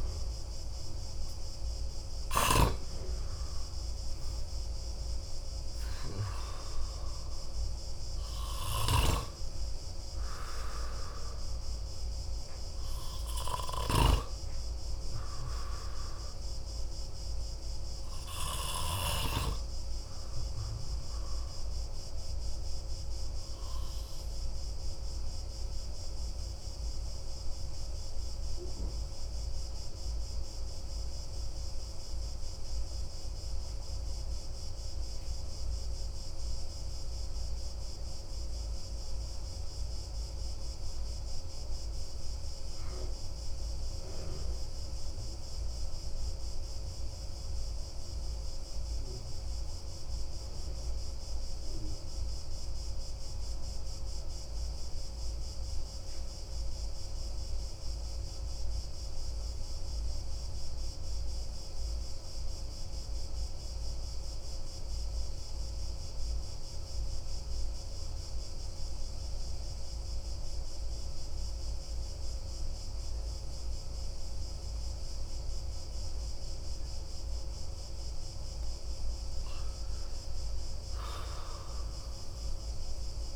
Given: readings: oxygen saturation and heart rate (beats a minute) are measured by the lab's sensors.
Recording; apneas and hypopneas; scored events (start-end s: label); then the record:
breathing in sleep by a room microphone; 1
0.00-1.50 s: arousal
0.00-38.00 s: oxygen desaturation (device-marked, oxygen 89% lowest)
24.50-77.50 s: obstructive apnea (oxygen 95% before, 86% lowest)
79.50-83.36 s: arousal
From the record:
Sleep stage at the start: N2 (light sleep); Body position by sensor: on the back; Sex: male